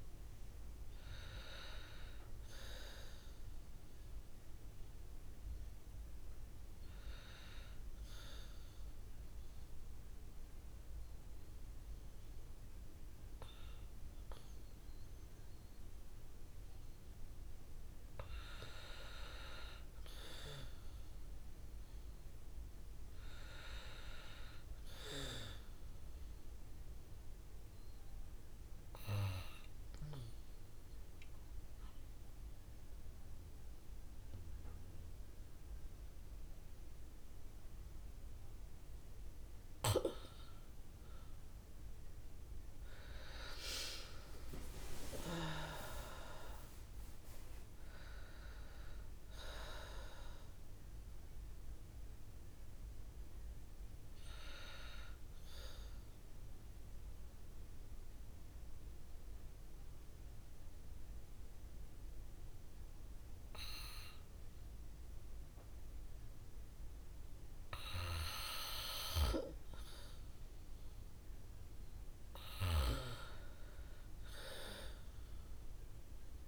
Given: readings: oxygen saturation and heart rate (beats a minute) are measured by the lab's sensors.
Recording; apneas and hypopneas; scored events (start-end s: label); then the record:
breathing in sleep by a room microphone; 2
0.00-1.00 s: arousal
7.50-15.50 s: oxygen desaturation (device-marked, oxygen 96% before, 92% lowest, heart rate 74 before, 68 extreme)
23.00-26.50 s: arousal
28.50-39.50 s: oxygen desaturation (device-marked, oxygen 97% before, 93% lowest, heart rate 73 before, 58 extreme)
29.00-41.50 s: obstructive apnea (oxygen 97% before, 87% lowest, heart rate 73 before, 58 extreme)
40.50-43.50 s: bradycardia (device-marked, heart rate 72 before, 63 extreme)
43.00-47.00 s: arousal
44.50-65.50 s: oxygen desaturation (device-marked, oxygen 97% before, 87% lowest, heart rate 71 before, 66 extreme)
57.50-70.50 s: mixed apnea (oxygen 97% before, 87% lowest, heart rate 69 before, 66 extreme)
73.50-76.47 s: arousal
From the record:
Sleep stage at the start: N2 (light sleep); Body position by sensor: on the back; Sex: female